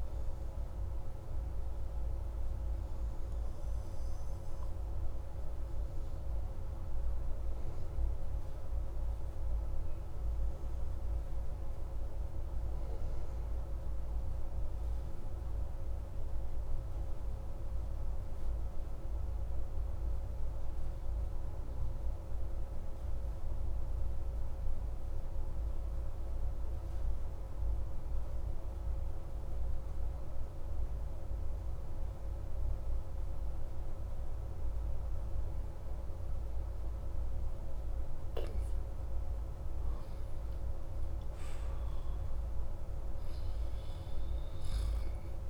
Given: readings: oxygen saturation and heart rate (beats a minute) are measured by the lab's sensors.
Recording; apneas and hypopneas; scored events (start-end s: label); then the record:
breathing in sleep, hard to hear, by a room microphone; 1
1.00-38.00 s: obstructive apnea (oxygen 98% before, 92% lowest)
41.00-45.49 s: arousal
From the record:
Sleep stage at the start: N2 (light sleep); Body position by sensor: on the back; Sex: male